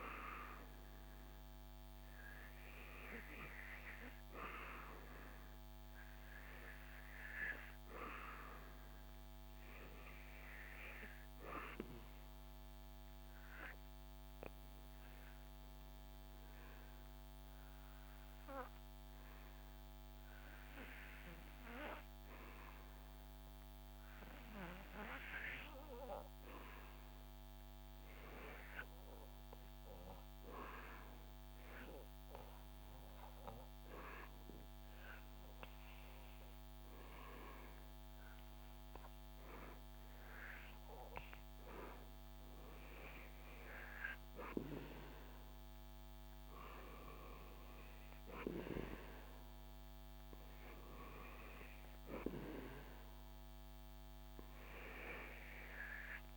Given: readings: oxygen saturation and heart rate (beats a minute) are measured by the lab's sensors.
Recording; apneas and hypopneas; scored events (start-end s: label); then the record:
breathing in sleep by a microphone on the trachea; 2
8.00-26.00 s: oxygen desaturation (device-marked, oxygen 99% before, 95% lowest, heart rate 72 before, 74 extreme)
12.00-22.00 s: obstructive apnea (oxygen 100% before, 91% lowest, heart rate 73 before, 76 extreme, up 9 after)
25.50-28.50 s: arousal
32.50-42.50 s: hypopnea (oxygen 99% before, 91% lowest, heart rate 78 before, 76 extreme, up 7 after)
34.00-47.00 s: oxygen desaturation (device-marked, oxygen 96% before, 91% lowest, heart rate 78 before, 78 extreme)
46.50-50.50 s: arousal
From the record:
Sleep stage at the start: N2 (light sleep); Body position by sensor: on the back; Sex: male